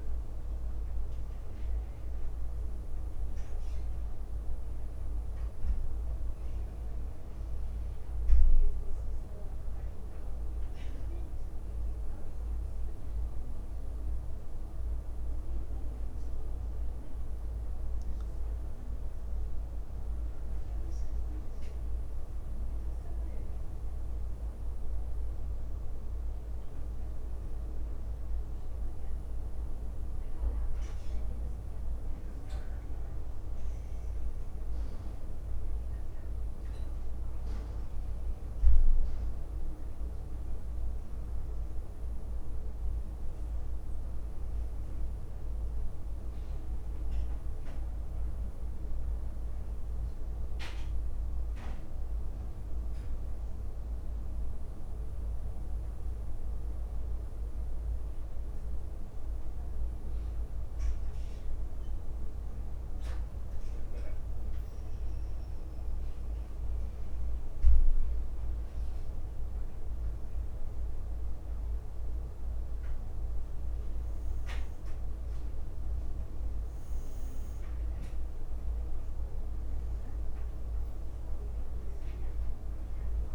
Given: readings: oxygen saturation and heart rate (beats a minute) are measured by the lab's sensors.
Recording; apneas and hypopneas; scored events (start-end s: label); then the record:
breathing in sleep, hard to hear, by a room microphone; 1
0.50-2.50 s: leg movement (device-marked)
3.50-6.00 s: leg movement (device-marked)
5.50-22.50 s: oxygen desaturation (device-marked, oxygen 99% before, 94% lowest, heart rate 74 before, 69 extreme)
7.00-10.00 s: leg movement (device-marked)
10.50-13.00 s: leg movement (device-marked)
13.50-16.50 s: leg movement (device-marked)
16.50-20.50 s: arousal
17.00-20.50 s: leg movement (device-marked)
21.50-26.00 s: leg movement (device-marked)
23.50-34.50 s: hypopnea (oxygen 99% before, 93% lowest, heart rate 78 before, 69 extreme, up 4 after)
27.00-28.50 s: leg movement (device-marked)
34.50-37.50 s: arousal
43.50-57.50 s: oxygen desaturation (device-marked, oxygen 98% before, 94% lowest, heart rate 72 before, 70 extreme)
53.50-56.00 s: leg movement (device-marked)
56.00-58.50 s: leg movement (device-marked)
59.00-61.00 s: leg movement (device-marked)
61.50-63.50 s: leg movement (device-marked)
64.50-83.35 s: new sleep stage, N2 (light sleep)
From the record:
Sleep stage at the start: N1 (lightest sleep); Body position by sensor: on the right side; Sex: female